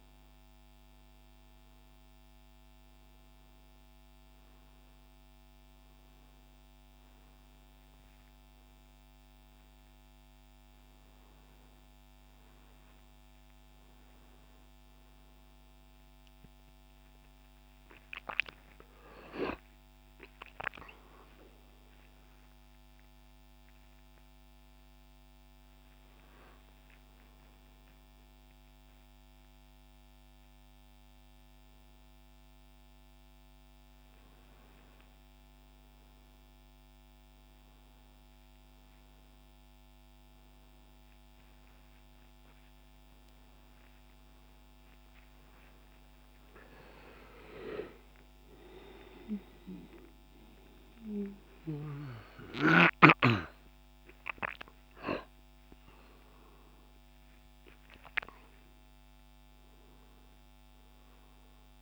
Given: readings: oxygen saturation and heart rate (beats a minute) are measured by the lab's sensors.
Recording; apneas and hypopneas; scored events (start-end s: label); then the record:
a person awake in a sleep study, by a microphone on the trachea; none
56.50-61.82 s: oxygen desaturation (device-marked, oxygen 97% before, 94% lowest, heart rate 80 before, 72 extreme)
From the record:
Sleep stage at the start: awake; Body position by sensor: on the back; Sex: male